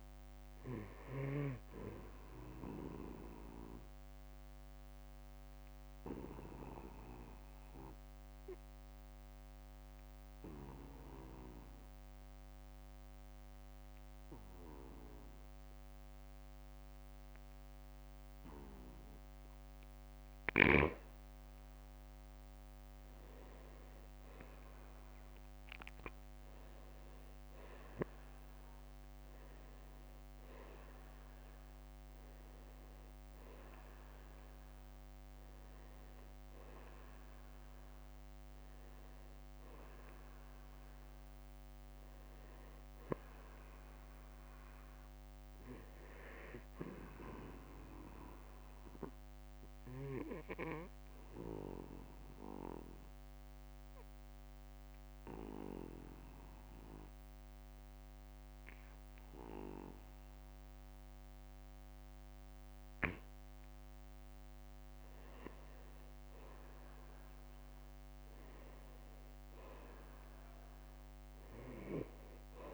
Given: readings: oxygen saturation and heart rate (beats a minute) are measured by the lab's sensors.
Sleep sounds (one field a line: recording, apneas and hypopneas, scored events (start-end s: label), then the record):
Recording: breathing in sleep by a microphone on the trachea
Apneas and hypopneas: 2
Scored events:
0.00-10.50 s: oxygen desaturation (device-marked, oxygen 87% lowest, heart rate 46 extreme)
3.00-19.00 s: obstructive apnea (oxygen 95% before, 87% lowest, heart rate 60 before, 46 extreme, up 7 after)
22.00-26.50 s: arousal
38.50-42.50 s: arousal
47.50-63.50 s: obstructive apnea (oxygen 95% before, 87% lowest, heart rate 57 before, 49 extreme, up 19 after)
48.00-50.00 s: long interval between heartbeats (device-marked, heart rate 57 before, 65 extreme)
49.50-60.50 s: oxygen desaturation (device-marked, oxygen 93% before, 87% lowest, heart rate 58 before, 49 extreme)
59.00-61.00 s: long interval between heartbeats (device-marked, heart rate 61 before, 54 extreme)
65.50-70.00 s: arousal
From the record:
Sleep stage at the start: N2 (light sleep)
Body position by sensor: on the back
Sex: male